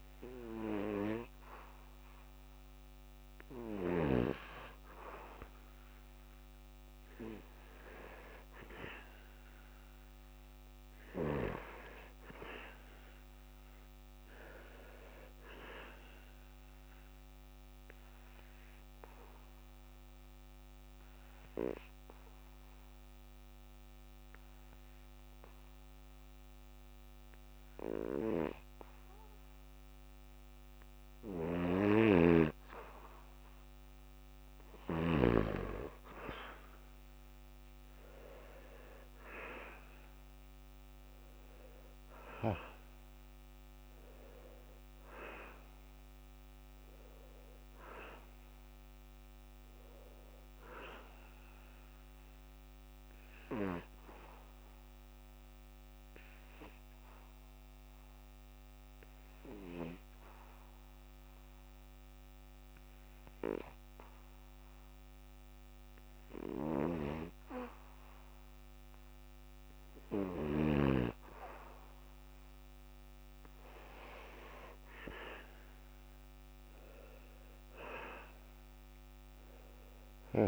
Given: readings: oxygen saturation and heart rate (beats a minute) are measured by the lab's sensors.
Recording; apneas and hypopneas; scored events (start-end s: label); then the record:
breathing in sleep by a microphone on the trachea; 2
1.00-5.50 s: arousal
6.00-38.00 s: oxygen desaturation (device-marked, oxygen 96% before, 89% lowest, heart rate 70 before, 70 extreme)
16.50-32.00 s: hypopnea (oxygen 96% before, 85% lowest, heart rate 70 before, 70 extreme, up 4 after)
35.00-38.00 s: arousal
45.00-69.00 s: oxygen desaturation (device-marked, oxygen 94% before, 85% lowest, heart rate 73 before, 70 extreme)
53.50-71.00 s: hypopnea (oxygen 94% before, 85% lowest, heart rate 76 before, 70 extreme, up 4 after)
74.00-78.50 s: arousal
79.00-80.48 s: oxygen desaturation (device-marked, oxygen 96% before, 88% lowest, heart rate 72 before, 68 extreme)
From the record:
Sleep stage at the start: N2 (light sleep); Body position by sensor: on the back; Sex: male